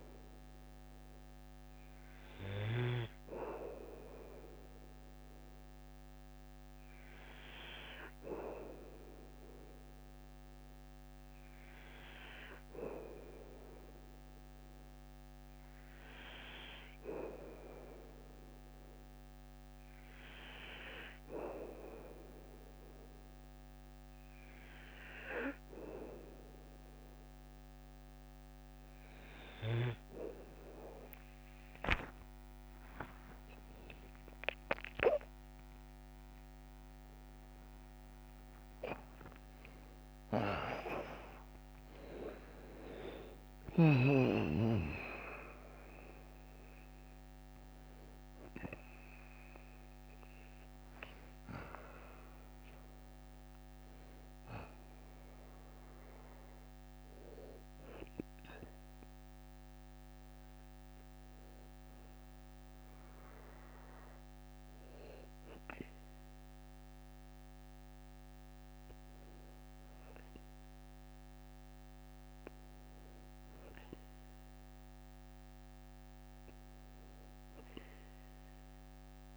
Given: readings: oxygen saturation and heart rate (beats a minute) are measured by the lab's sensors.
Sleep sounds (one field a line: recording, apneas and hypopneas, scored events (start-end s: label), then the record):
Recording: a person partly awake in a sleep study, by a microphone on the trachea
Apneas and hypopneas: none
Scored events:
26.50-56.50 s: new sleep stage, awake
31.50-39.50 s: tachycardia (device-marked, heart rate 59 before, 153 extreme)
32.50-34.50 s: long interval between heartbeats (device-marked, heart rate 60 before, 86 extreme)
35.50-37.50 s: long interval between heartbeats (device-marked, heart rate 65 before, 129 extreme)
38.00-40.00 s: long interval between heartbeats (device-marked, heart rate 73 before, 142 extreme)
56.50-79.37 s: new sleep stage, N2 (light sleep)
From the record:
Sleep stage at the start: N2 (light sleep)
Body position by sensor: on the back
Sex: male